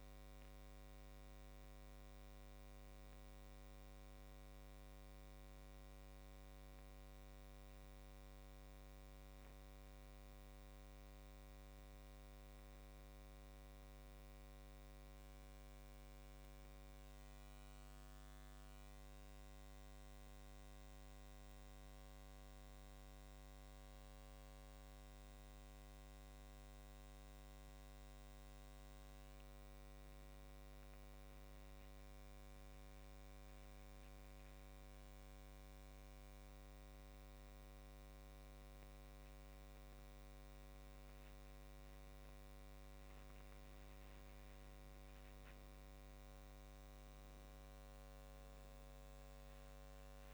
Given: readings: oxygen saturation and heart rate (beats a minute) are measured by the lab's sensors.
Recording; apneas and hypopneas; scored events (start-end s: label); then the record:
a person awake in a sleep study, hard to hear, by a microphone on the trachea; none
41.50-43.50 s: long interval between heartbeats (device-marked, heart rate 49 before, 59 extreme)
From the record:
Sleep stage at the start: awake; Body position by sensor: on the back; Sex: male